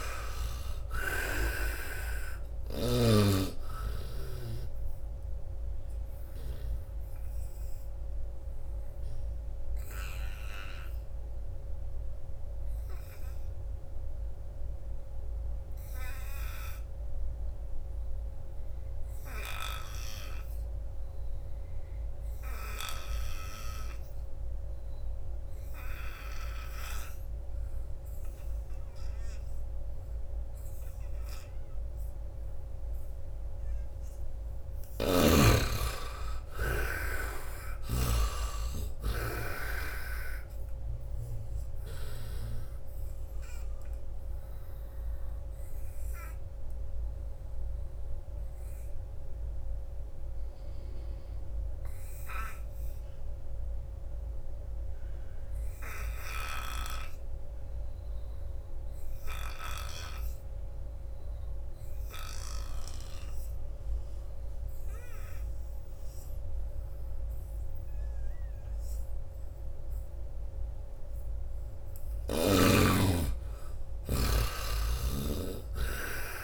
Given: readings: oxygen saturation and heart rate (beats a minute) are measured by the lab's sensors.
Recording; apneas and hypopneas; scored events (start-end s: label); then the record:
breathing in sleep by a room microphone; 2
0.00-19.50 s: oxygen desaturation (device-marked, oxygen 72% lowest, heart rate 73 extreme)
2.50-6.50 s: snoring (device-marked)
4.50-32.00 s: obstructive apnea (oxygen 98% before, 72% lowest, heart rate 79 before, 75 extreme, up 1 after)
32.50-55.50 s: oxygen desaturation (device-marked, oxygen 97% before, 73% lowest, heart rate 86 before, 77 extreme)
34.00-37.00 s: arousal
34.50-42.00 s: snoring (device-marked)
42.50-70.00 s: obstructive apnea (oxygen 98% before, 73% lowest, heart rate 82 before, 77 extreme, up 7 after)
57.50-76.43 s: oxygen desaturation (device-marked, oxygen 98% before, 73% lowest, heart rate 85 before, 69 extreme)
59.50-63.00 s: snoring (device-marked)
72.00-75.00 s: arousal
From the record:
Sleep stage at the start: N2 (light sleep); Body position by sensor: on the right side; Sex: male